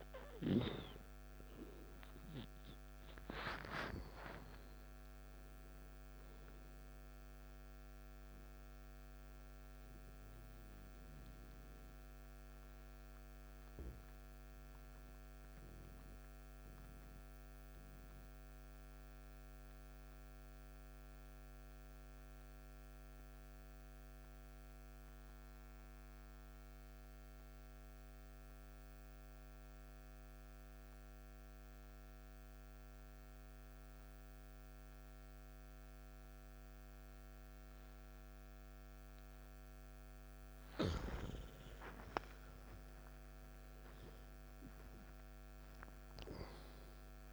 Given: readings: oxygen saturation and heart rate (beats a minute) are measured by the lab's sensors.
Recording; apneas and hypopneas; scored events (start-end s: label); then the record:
breathing in sleep by a microphone on the trachea; 1
0.00-19.00 s: oxygen desaturation (device-marked, oxygen 90% lowest, heart rate 56 extreme)
12.00-40.50 s: obstructive apnea (oxygen 98% before, 88% lowest, heart rate 67 before, 56 extreme, up 15 after)
37.00-47.33 s: oxygen desaturation (device-marked, oxygen 97% before, 88% lowest, heart rate 57 before, 57 extreme)
41.50-46.00 s: arousal
From the record:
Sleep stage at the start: N2 (light sleep); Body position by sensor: on the back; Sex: male